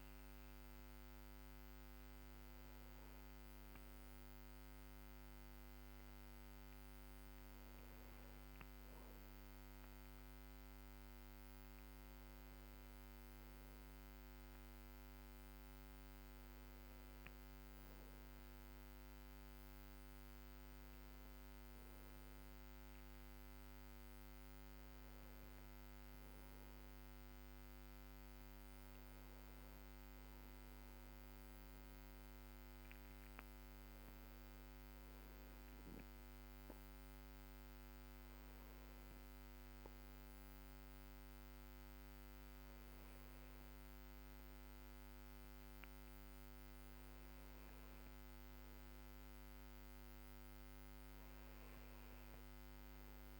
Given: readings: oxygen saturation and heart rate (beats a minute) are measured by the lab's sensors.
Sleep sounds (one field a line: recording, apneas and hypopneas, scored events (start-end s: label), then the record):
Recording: a person awake in a sleep study, hard to hear, by a microphone on the trachea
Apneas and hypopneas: none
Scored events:
none scored
From the record:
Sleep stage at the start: awake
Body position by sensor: on the back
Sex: male